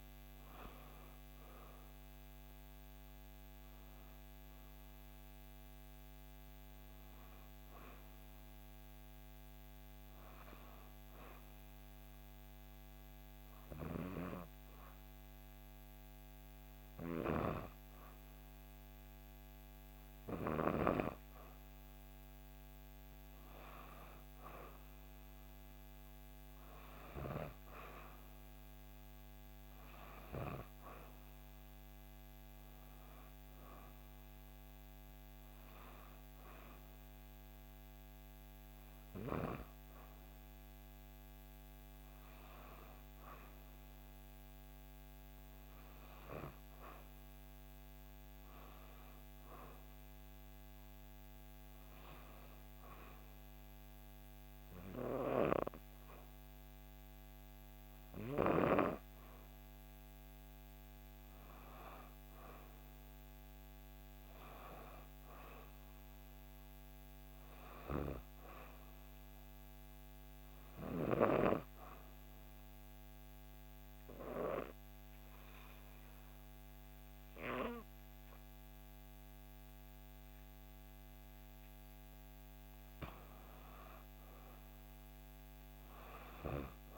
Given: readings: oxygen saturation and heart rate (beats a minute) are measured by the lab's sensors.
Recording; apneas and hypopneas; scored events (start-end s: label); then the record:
breathing in sleep by a microphone on the trachea; 1
71.50-81.50 s: obstructive apnea (oxygen 95% before, 92% lowest, heart rate 68 before, 67 extreme, up 3 after)
84.00-86.98 s: arousal
From the record:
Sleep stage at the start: N2 (light sleep); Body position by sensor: on the back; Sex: female